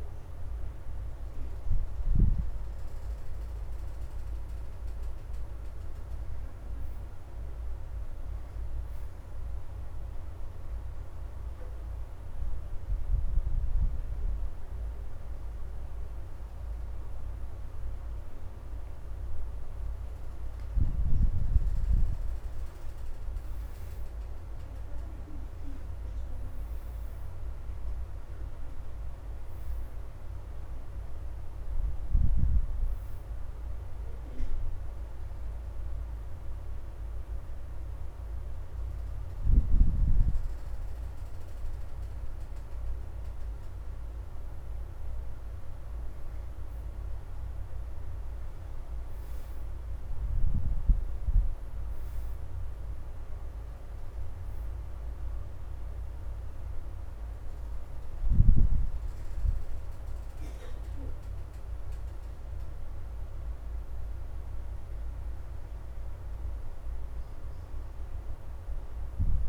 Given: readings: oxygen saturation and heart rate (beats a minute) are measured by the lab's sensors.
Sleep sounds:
breathing in sleep, hard to hear, by a room microphone; 2
0.00-6.00 s: oxygen desaturation (device-marked, oxygen 79% lowest, heart rate 75 extreme)
5.00-69.49 s: new sleep stage, N2 (light sleep)
11.00-21.00 s: obstructive apnea (oxygen 89% before, 70% lowest, heart rate 77 before, 74 extreme, up 5 after)
11.00-25.00 s: oxygen desaturation (device-marked, oxygen 89% before, 79% lowest, heart rate 77 before, 74 extreme)
23.00-27.00 s: arousal
27.00-51.00 s: oxygen desaturation (device-marked, oxygen 86% before, 70% lowest, heart rate 77 before, 74 extreme)
36.00-46.00 s: hypopnea (oxygen 89% before, 70% lowest, heart rate 80 before, 74 extreme, up 5 after)
51.00-55.50 s: arousal
59.00-69.49 s: oxygen desaturation (device-marked, oxygen 89% before, 76% lowest, heart rate 76 before, 74 extreme)
From the record:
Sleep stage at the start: N1 (lightest sleep); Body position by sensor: on the back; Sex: female

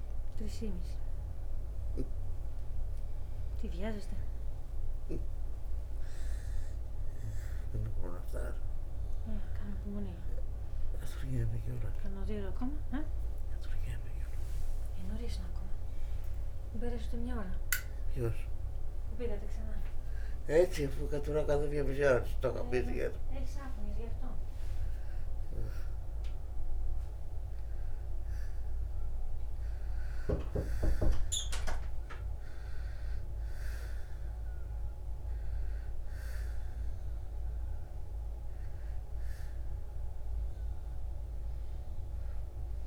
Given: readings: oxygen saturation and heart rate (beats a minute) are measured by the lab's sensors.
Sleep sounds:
a person partly awake in a sleep study, by a room microphone; none
16.00-42.87 s: new sleep stage, N1 (lightest sleep)
From the record:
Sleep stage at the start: awake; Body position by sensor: on the back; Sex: female

